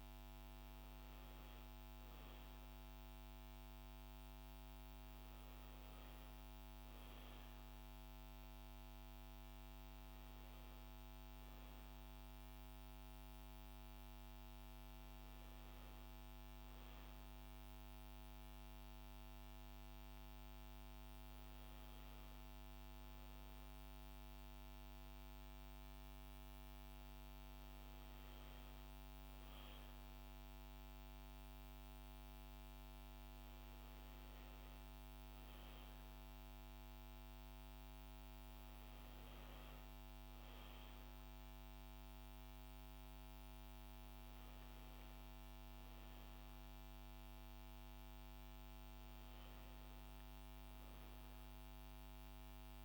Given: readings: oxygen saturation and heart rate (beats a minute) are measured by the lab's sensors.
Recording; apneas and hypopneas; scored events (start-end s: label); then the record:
breathing in sleep, hard to hear, by a microphone on the trachea; none
none scored
From the record:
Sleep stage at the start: N1 (lightest sleep); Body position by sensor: on the back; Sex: female